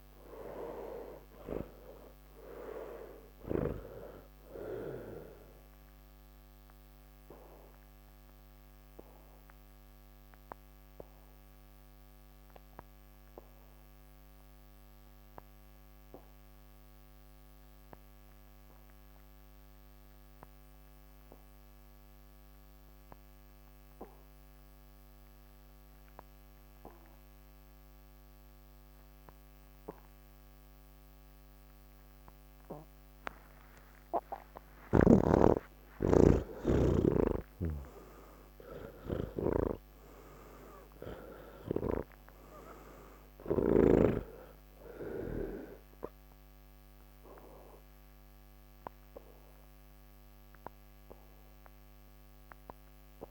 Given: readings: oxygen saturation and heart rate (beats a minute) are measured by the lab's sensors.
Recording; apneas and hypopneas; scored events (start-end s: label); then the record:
breathing in sleep by a microphone on the trachea; 1
0.00-21.50 s: oxygen desaturation (device-marked, oxygen 81% lowest, heart rate 28 extreme)
11.50-36.50 s: obstructive apnea (oxygen 99% before, 79% lowest, heart rate 72 before, 59 extreme)
32.50-53.31 s: oxygen desaturation (device-marked, oxygen 99% before, 81% lowest, heart rate 82 before, 55 extreme)
From the record:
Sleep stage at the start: N1 (lightest sleep); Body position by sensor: on the back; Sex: male